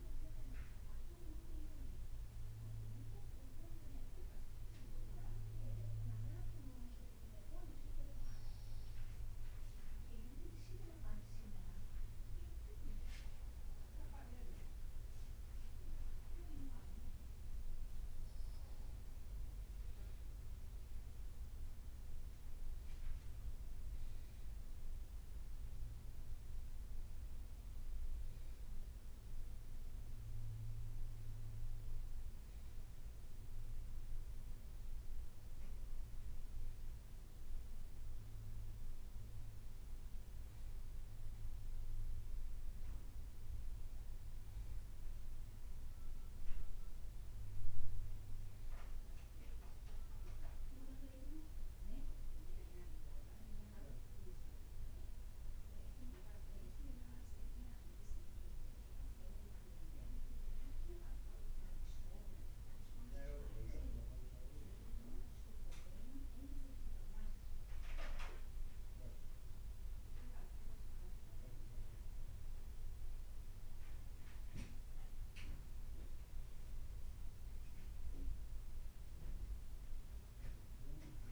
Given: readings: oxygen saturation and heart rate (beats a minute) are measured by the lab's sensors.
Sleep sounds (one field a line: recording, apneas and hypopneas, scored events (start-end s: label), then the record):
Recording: breathing in sleep by a room microphone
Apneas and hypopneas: 1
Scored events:
1.50-16.50 s: hypopnea (oxygen 98% before, 94% lowest, heart rate 59 before, 54 extreme, up 2 after)
6.00-36.00 s: new sleep stage, N2 (light sleep)
19.50-24.50 s: arousal
36.00-81.32 s: new sleep stage, N1 (lightest sleep)
From the record:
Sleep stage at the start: N1 (lightest sleep)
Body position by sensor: on the back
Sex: male